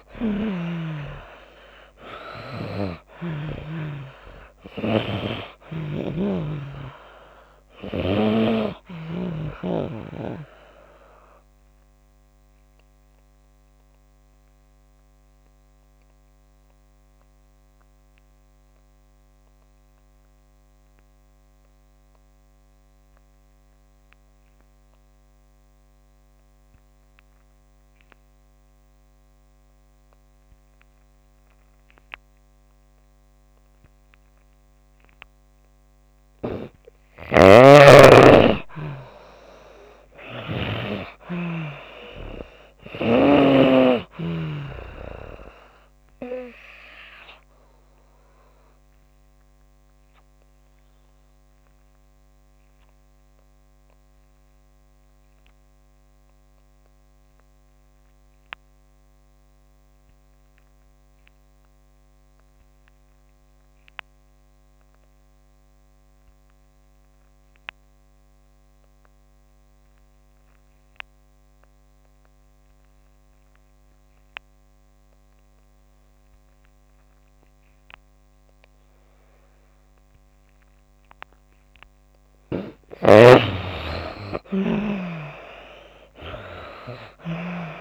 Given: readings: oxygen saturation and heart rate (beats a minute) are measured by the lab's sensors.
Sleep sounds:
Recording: breathing in sleep by a microphone on the trachea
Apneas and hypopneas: 2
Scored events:
0.00-1.50 s: arousal
10.00-31.00 s: oxygen desaturation (device-marked, oxygen 96% before, 86% lowest)
10.50-35.50 s: obstructive apnea (oxygen 97% before, 84% lowest)
36.50-41.50 s: snoring (device-marked)
37.50-41.00 s: arousal
45.00-71.00 s: oxygen desaturation (device-marked, oxygen 98% before, 84% lowest)
46.00-81.00 s: obstructive apnea (oxygen 98% before, 77% lowest)
81.00-87.81 s: oxygen desaturation (device-marked, oxygen 96% before, 77% lowest)
84.00-87.50 s: arousal
From the record:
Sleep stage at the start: N2 (light sleep)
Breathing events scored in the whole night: 360 in 4.1 hours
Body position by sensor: on the back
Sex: female

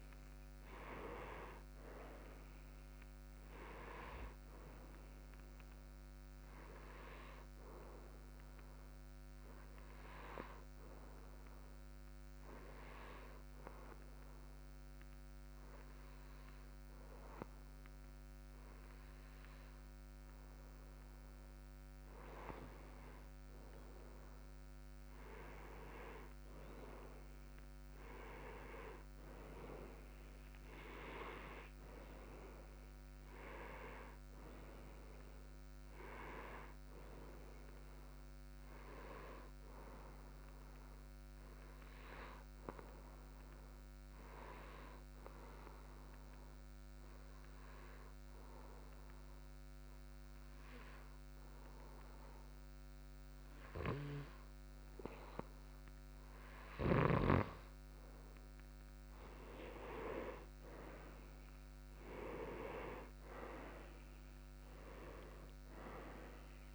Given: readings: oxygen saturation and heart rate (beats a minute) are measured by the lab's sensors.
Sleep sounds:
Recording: breathing in sleep by a microphone on the trachea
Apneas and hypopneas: 2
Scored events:
0.00-1.00 s: arousal
4.00-23.00 s: oxygen desaturation (device-marked, oxygen 96% before, 91% lowest)
6.50-21.50 s: hypopnea (oxygen 96% before, 91% lowest)
26.00-31.50 s: arousal
34.00-52.00 s: oxygen desaturation (device-marked, oxygen 95% before, 92% lowest)
44.00-56.50 s: obstructive apnea (oxygen 95% before, 91% lowest, heart rate 36 before, 57 extreme, up 42 after)
60.00-65.50 s: arousal
From the record:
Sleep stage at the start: N2 (light sleep)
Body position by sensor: on the right side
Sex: male

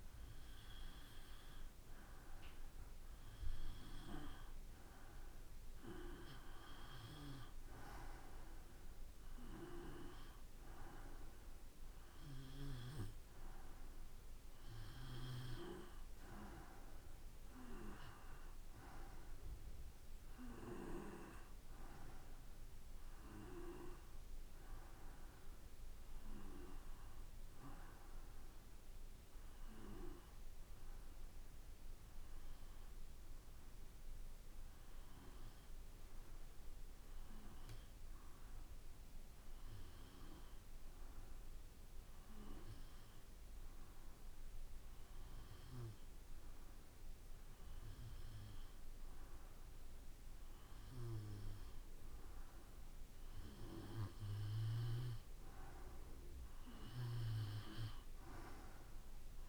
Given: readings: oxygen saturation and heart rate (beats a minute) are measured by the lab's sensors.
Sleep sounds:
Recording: breathing in sleep by a room microphone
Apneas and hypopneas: 1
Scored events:
34.00-53.50 s: hypopnea (oxygen 95% before, 92% lowest, heart rate 57 before, 57 extreme, up 2 after)
48.00-59.48 s: oxygen desaturation (device-marked, oxygen 95% before, 92% lowest, heart rate 57 before, 56 extreme)
56.00-59.48 s: arousal
From the record:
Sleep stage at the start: N2 (light sleep)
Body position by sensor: on the back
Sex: male

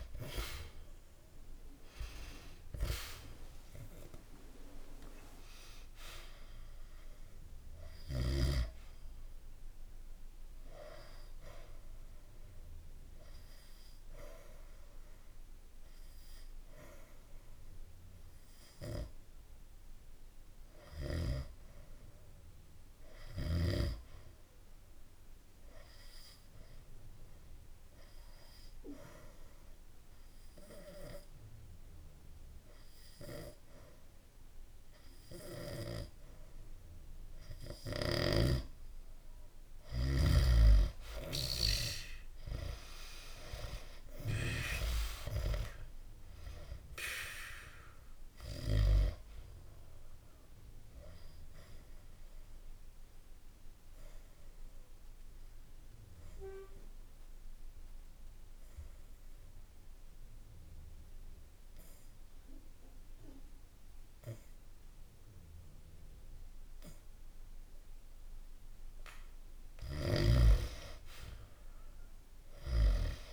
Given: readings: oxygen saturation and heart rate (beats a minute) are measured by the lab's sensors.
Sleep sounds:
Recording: breathing in sleep by a room microphone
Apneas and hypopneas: 2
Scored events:
0.00-2.50 s: arousal
4.50-23.50 s: oxygen desaturation (device-marked, oxygen 97% before, 90% lowest, heart rate 67 before, 63 extreme)
12.50-39.00 s: obstructive apnea (oxygen 98% before, 90% lowest, heart rate 66 before, 63 extreme, up 3 after)
36.50-73.33 s: oxygen desaturation (device-marked, oxygen 97% before, 90% lowest, heart rate 68 before, 64 extreme)
38.00-44.50 s: snoring (device-marked)
41.50-46.00 s: arousal
50.00-69.00 s: obstructive apnea (oxygen 97% before, 90% lowest, heart rate 65 before, 64 extreme)
72.00-73.33 s: arousal
From the record:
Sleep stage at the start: N2 (light sleep)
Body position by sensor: on the back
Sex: male

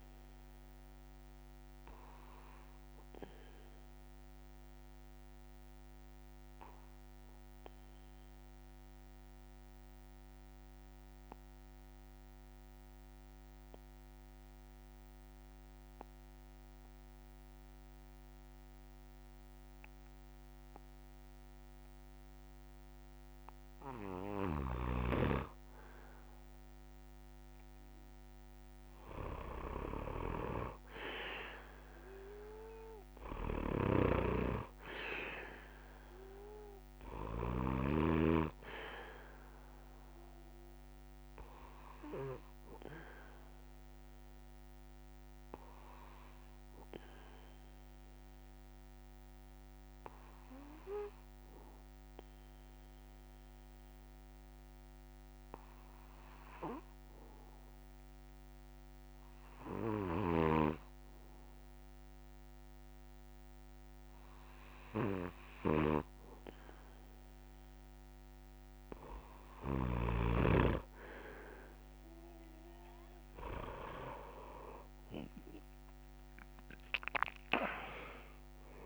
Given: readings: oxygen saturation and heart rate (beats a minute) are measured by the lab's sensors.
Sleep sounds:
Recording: breathing in sleep by a microphone on the trachea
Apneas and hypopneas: 2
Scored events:
0.00-14.50 s: oxygen desaturation (device-marked, oxygen 93% lowest)
0.50-22.50 s: obstructive apnea (oxygen 100% before, 93% lowest)
24.50-37.50 s: snoring (device-marked)
32.50-56.50 s: oxygen desaturation (device-marked, oxygen 99% before, 93% lowest)
42.00-66.00 s: obstructive apnea (oxygen 99% before, 93% lowest)
74.50-78.85 s: oxygen desaturation (device-marked, oxygen 98% before, 93% lowest)
From the record:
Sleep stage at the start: N2 (light sleep)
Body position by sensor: on the back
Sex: male

